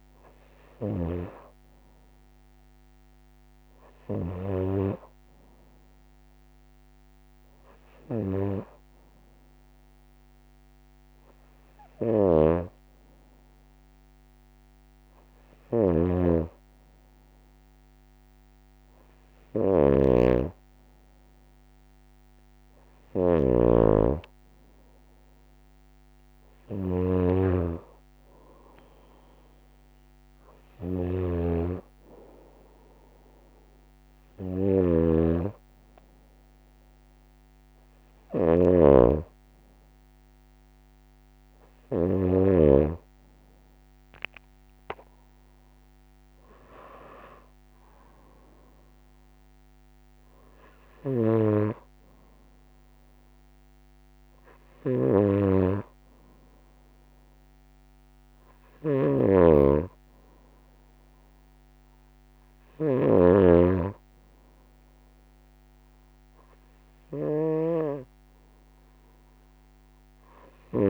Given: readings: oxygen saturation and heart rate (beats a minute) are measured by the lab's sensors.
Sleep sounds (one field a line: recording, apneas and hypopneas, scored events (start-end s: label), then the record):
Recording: breathing in sleep by a microphone on the trachea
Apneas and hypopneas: none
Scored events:
11.50-27.00 s: snoring (device-marked)
34.00-38.50 s: snoring (device-marked)
58.50-63.00 s: snoring (device-marked)
From the record:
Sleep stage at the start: N2 (light sleep)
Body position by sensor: on the right side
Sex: female